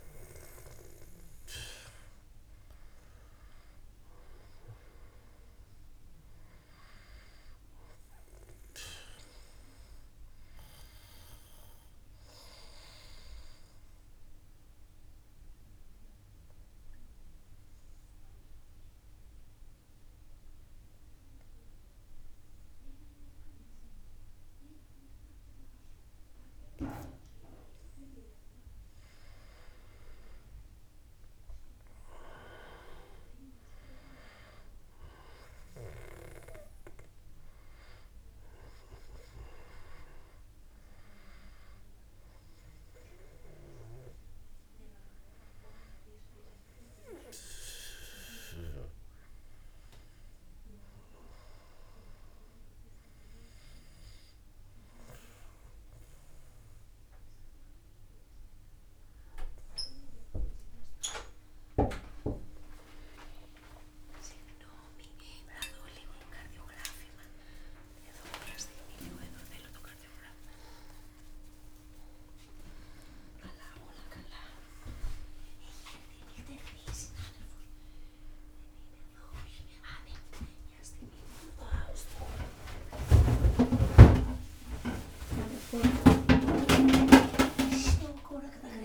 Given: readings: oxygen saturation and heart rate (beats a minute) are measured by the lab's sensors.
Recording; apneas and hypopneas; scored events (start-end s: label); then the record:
breathing in sleep by a room microphone; 2
10.00-27.00 s: obstructive apnea (oxygen 95% before, 91% lowest)
29.50-33.00 s: arousal
37.50-60.50 s: oxygen desaturation (device-marked, oxygen 96% before, 91% lowest)
45.00-58.50 s: hypopnea (oxygen 96% before, 91% lowest)
64.00-67.50 s: arousal
75.50-88.85 s: new sleep stage, N1 (lightest sleep)
From the record:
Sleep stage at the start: N2 (light sleep); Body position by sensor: on the back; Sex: male